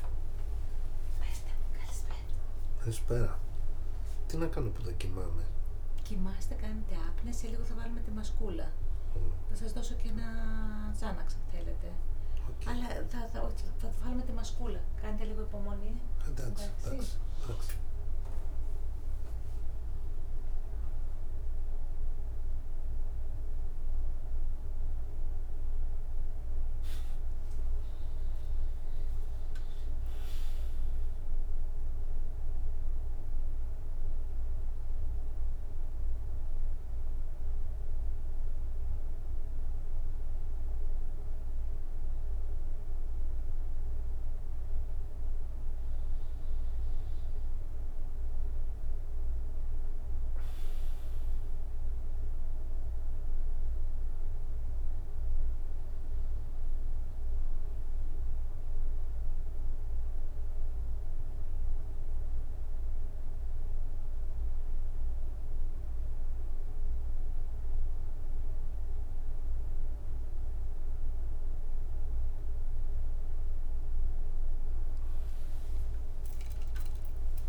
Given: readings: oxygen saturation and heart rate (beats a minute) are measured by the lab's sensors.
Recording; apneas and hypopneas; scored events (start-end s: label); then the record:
a person awake in a sleep study, by a room microphone; none
0.00-4.00 s: arousal
0.00-4.00 s: tachycardia (device-marked, heart rate 125 extreme)
0.00-6.00 s: drop in pulse transit time (device-marked, heart rate 72 extreme)
0.50-2.50 s: long interval between heartbeats (device-marked, heart rate 75 before, 99 extreme)
11.00-13.00 s: long interval between heartbeats (device-marked, heart rate 90 before, 80 extreme)
32.50-34.50 s: long interval between heartbeats (device-marked, heart rate 75 before, 98 extreme)
76.00-77.49 s: tachycardia (device-marked, heart rate 81 before, 129 extreme)
From the record:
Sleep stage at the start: awake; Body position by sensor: on the right side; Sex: male